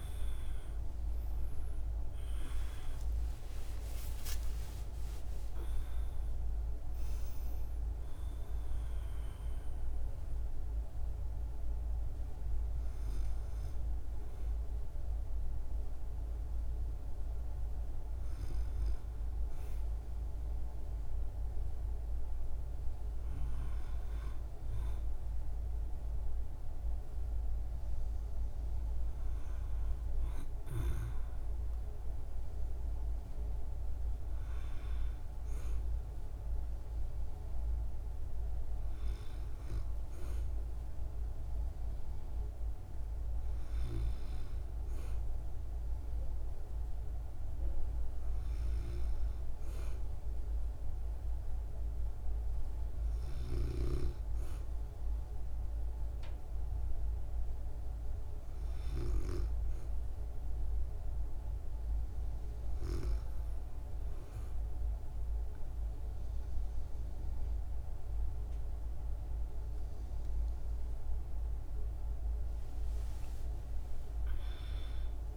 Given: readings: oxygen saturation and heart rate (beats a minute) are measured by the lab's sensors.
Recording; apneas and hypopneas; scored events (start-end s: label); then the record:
a person partly awake in a sleep study, hard to hear, by a room microphone; none
10.50-75.37 s: new sleep stage, N2 (light sleep)
72.00-75.37 s: arousal
From the record:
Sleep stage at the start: awake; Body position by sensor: on the back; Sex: female